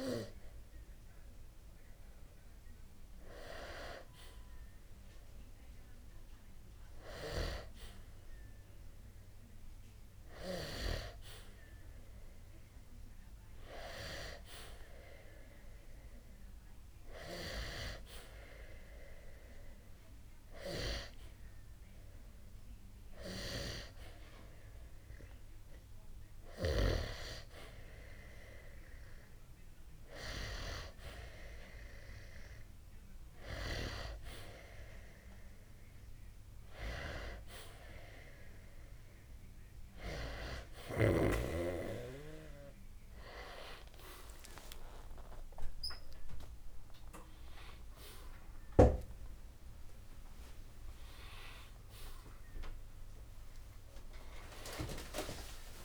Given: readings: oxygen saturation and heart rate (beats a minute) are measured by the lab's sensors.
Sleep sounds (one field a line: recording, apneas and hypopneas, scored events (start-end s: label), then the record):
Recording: breathing in sleep by a room microphone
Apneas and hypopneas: none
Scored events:
42.50-55.85 s: new sleep stage, awake
From the record:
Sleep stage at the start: N2 (light sleep)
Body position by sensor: on the back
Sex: male